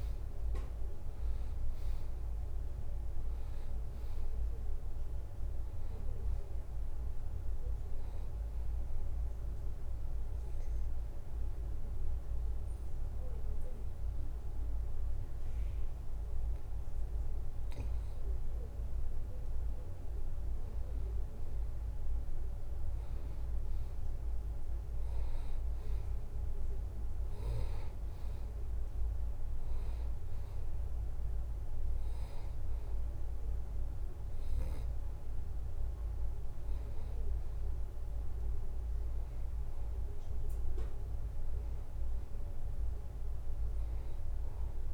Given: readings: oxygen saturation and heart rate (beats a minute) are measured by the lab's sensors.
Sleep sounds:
breathing in sleep, hard to hear, by a room microphone; 1
0.00-1.00 s: arousal
1.00-16.00 s: oxygen desaturation (device-marked, oxygen 94% before, 88% lowest, heart rate 78 before, 78 extreme)
9.00-19.00 s: obstructive apnea (oxygen 94% before, 88% lowest, heart rate 78 before, 78 extreme, up 0 after)
21.50-26.00 s: arousal
29.00-41.00 s: oxygen desaturation (device-marked, oxygen 94% before, 90% lowest, heart rate 79 before, 78 extreme)
From the record:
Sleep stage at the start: N2 (light sleep); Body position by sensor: on the back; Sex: male

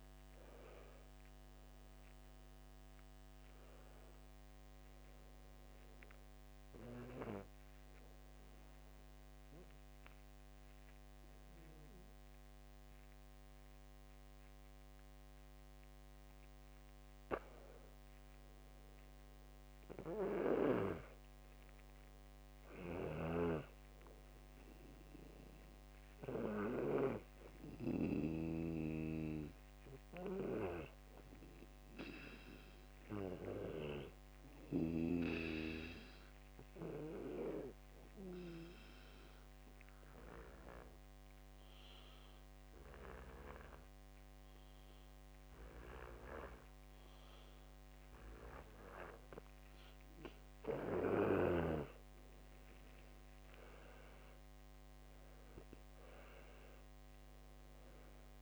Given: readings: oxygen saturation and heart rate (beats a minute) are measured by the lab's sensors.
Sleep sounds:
breathing in sleep by a microphone on the trachea; 2
0.00-5.00 s: oxygen desaturation (device-marked, oxygen 99% before, 93% lowest, heart rate 80 before, 62 extreme)
6.50-17.50 s: obstructive apnea (oxygen 100% before, 92% lowest, heart rate 85 before, 62 extreme, up 4 after)
23.00-27.50 s: snoring (device-marked)
24.00-29.50 s: arousal
38.50-50.00 s: obstructive apnea (oxygen 100% before, 92% lowest, heart rate 64 before, 60 extreme, up 49 after)
53.50-57.50 s: arousal
55.00-58.42 s: oxygen desaturation (device-marked, oxygen 98% before, 92% lowest, heart rate 69 before, 60 extreme)
From the record:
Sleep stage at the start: N2 (light sleep); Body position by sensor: on the back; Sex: male

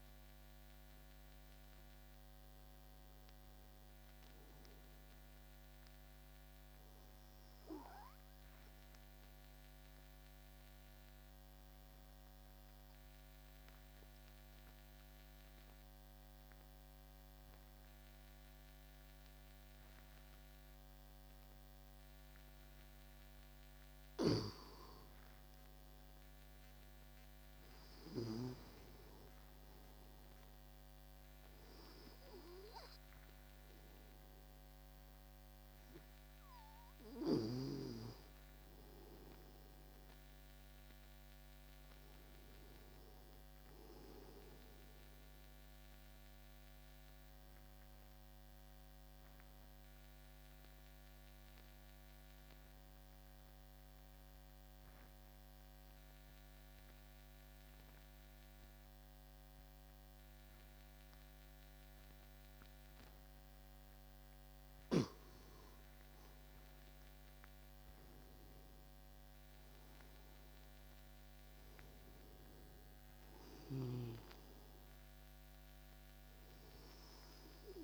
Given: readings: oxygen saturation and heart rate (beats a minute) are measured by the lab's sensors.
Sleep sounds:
breathing in sleep by a microphone on the trachea; 2
0.00-1.50 s: oxygen desaturation (device-marked, oxygen 93% lowest, heart rate 54 extreme)
10.00-24.50 s: obstructive apnea (oxygen 99% before, 95% lowest, heart rate 67 before, 47 extreme, up 5 after)
27.00-32.00 s: arousal
46.00-64.50 s: obstructive apnea (oxygen 99% before, 94% lowest)
66.00-70.00 s: arousal
From the record:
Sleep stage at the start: REM sleep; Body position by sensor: on the back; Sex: male

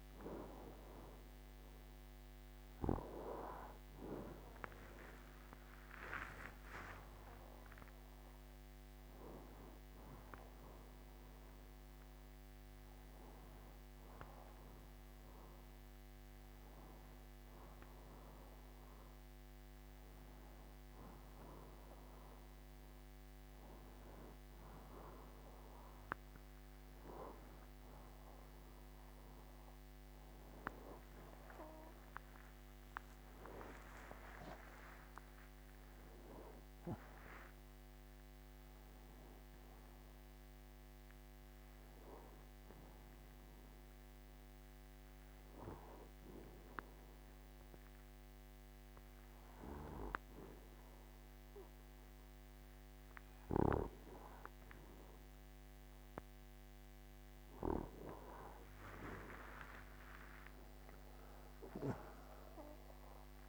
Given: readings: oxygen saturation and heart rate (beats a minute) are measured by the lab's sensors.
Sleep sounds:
breathing in sleep by a microphone on the trachea; 1
37.50-41.50 s: arousal
43.50-56.00 s: hypopnea (oxygen 94% before, 92% lowest, heart rate 86 before, 72 extreme, up 20 after)
54.00-63.49 s: new sleep stage, N2 (light sleep)
60.00-63.49 s: arousal
From the record:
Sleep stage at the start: N1 (lightest sleep); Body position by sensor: on the right side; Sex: male

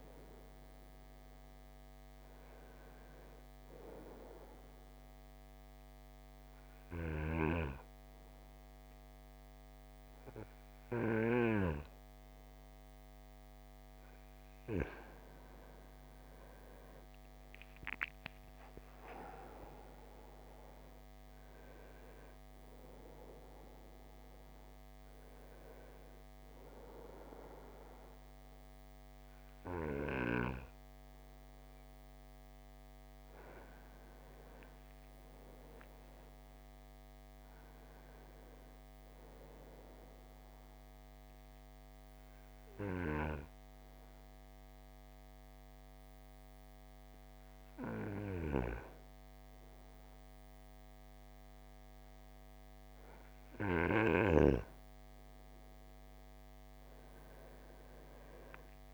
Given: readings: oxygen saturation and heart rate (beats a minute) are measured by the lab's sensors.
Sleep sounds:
breathing in sleep by a microphone on the trachea; 2
4.50-14.50 s: obstructive apnea (oxygen 95% before, 92% lowest, heart rate 58 before, 54 extreme, up 12 after)
16.00-19.00 s: arousal
39.50-49.50 s: obstructive apnea (oxygen 94% before, 90% lowest, heart rate 63 before, 57 extreme, up 3 after)
From the record:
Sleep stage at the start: N2 (light sleep); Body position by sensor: on the right side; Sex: male

